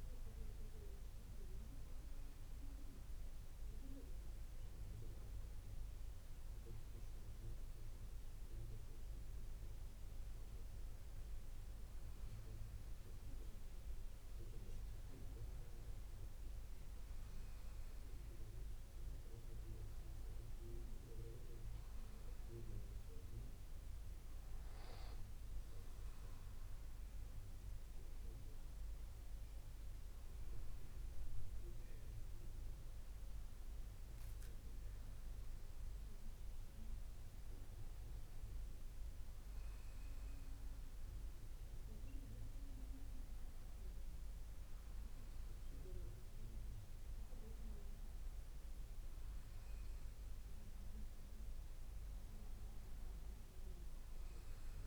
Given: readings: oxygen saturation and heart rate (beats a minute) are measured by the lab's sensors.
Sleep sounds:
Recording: breathing in sleep, hard to hear, by a room microphone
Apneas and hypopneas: 1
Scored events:
1.50-12.50 s: hypopnea (oxygen 96% before, 94% lowest)
15.00-18.50 s: arousal
From the record:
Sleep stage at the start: N2 (light sleep)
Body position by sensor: on the back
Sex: male

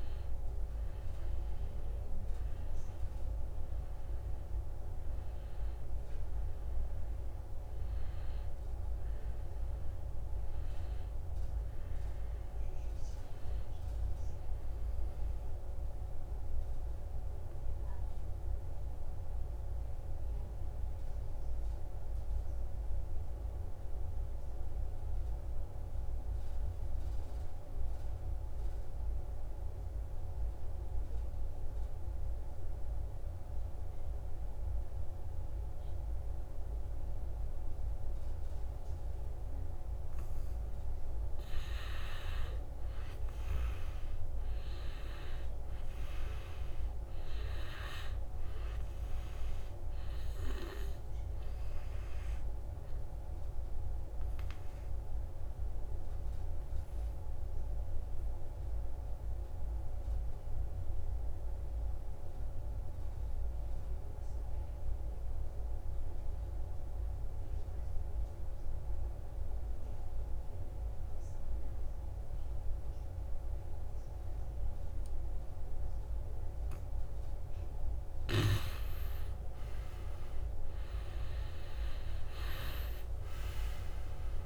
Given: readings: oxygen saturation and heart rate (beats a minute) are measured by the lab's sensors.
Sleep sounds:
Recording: breathing in sleep, hard to hear, by a room microphone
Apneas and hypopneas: 2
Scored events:
0.00-10.50 s: oxygen desaturation (device-marked, oxygen 86% lowest, heart rate 66 extreme)
15.00-41.00 s: obstructive apnea (oxygen 97% before, 82% lowest, heart rate 76 before, 65 extreme, up 8 after)
32.50-62.50 s: oxygen desaturation (device-marked, oxygen 97% before, 86% lowest, heart rate 72 before, 65 extreme)
43.00-46.00 s: arousal
52.00-76.50 s: obstructive apnea (oxygen 97% before, 82% lowest, heart rate 69 before, 65 extreme, up 4 after)
72.50-84.46 s: oxygen desaturation (device-marked, oxygen 96% before, 82% lowest, heart rate 69 before, 64 extreme)
79.00-84.46 s: arousal
From the record:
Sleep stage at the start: N2 (light sleep)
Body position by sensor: on the back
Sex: male

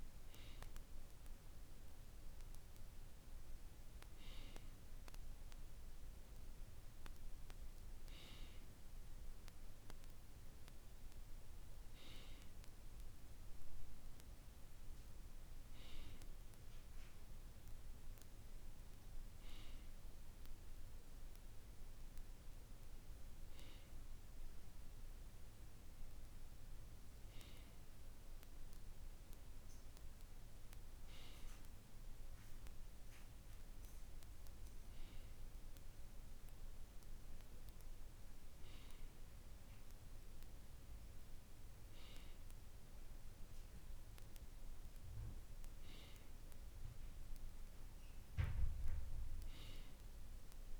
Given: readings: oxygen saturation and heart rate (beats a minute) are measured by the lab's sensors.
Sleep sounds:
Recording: breathing in sleep, hard to hear, by a room microphone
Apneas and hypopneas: none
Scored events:
none scored
From the record:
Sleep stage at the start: N2 (light sleep)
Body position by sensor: on the right side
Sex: male

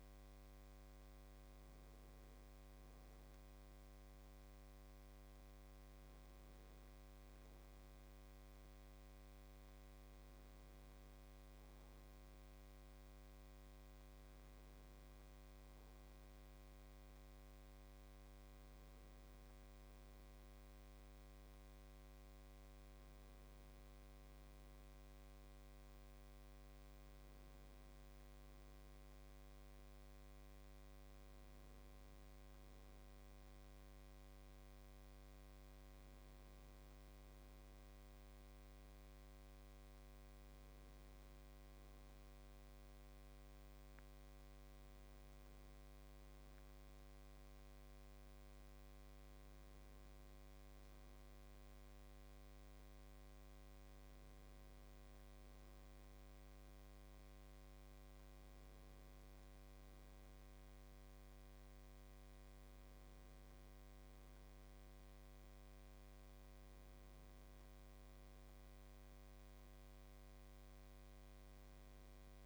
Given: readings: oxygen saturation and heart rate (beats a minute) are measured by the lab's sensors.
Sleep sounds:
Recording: breathing in sleep, hard to hear, by a microphone on the trachea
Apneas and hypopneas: none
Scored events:
none scored
From the record:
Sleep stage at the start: N1 (lightest sleep)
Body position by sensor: on the left side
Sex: male

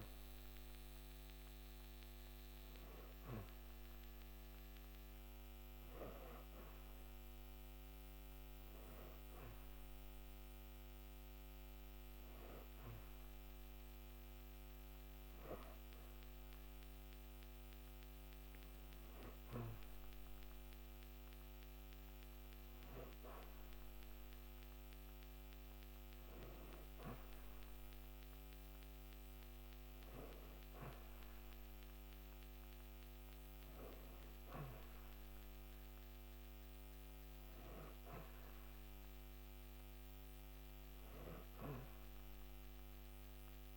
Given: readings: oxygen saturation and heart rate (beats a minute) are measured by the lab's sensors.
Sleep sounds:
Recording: breathing in sleep by a microphone on the trachea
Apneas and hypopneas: none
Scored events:
none scored
From the record:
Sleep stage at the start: N2 (light sleep)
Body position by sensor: on the back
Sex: female

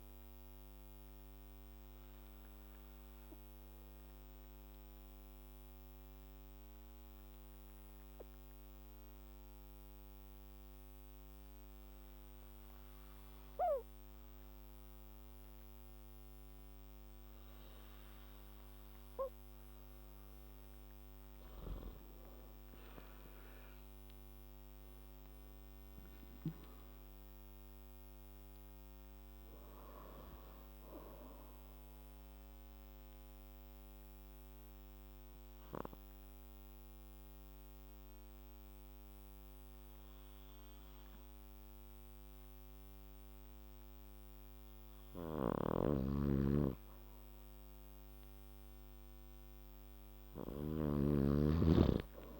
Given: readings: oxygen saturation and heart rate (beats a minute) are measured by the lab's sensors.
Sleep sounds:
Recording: breathing in sleep by a microphone on the trachea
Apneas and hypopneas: 2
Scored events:
2.00-19.00 s: obstructive apnea (oxygen 96% before, 90% lowest, heart rate 61 before, 57 extreme, up 4 after)
5.00-18.00 s: oxygen desaturation (device-marked, oxygen 96% before, 90% lowest, heart rate 62 before, 57 extreme)
21.50-25.50 s: arousal
30.00-47.00 s: oxygen desaturation (device-marked, oxygen 97% before, 90% lowest, heart rate 59 before, 53 extreme)
32.50-45.50 s: obstructive apnea (oxygen 97% before, 90% lowest, heart rate 60 before, 53 extreme, up 5 after)
45.50-51.00 s: snoring (device-marked)
49.00-52.40 s: arousal
From the record:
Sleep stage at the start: N2 (light sleep)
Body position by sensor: on the back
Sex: male

